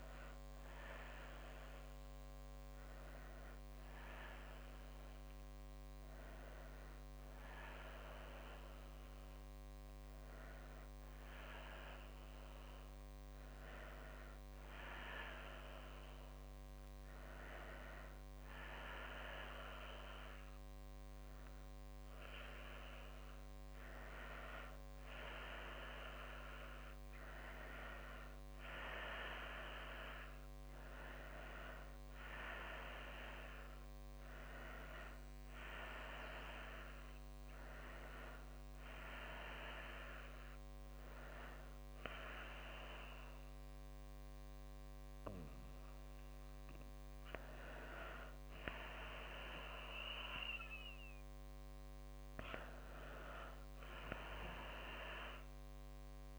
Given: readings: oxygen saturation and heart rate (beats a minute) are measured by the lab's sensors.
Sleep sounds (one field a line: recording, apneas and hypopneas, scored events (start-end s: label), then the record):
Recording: a person awake in a sleep study, by a microphone on the trachea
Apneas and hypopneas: none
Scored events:
39.50-56.39 s: new sleep stage, N1 (lightest sleep)
From the record:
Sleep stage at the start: awake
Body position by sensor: on the back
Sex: female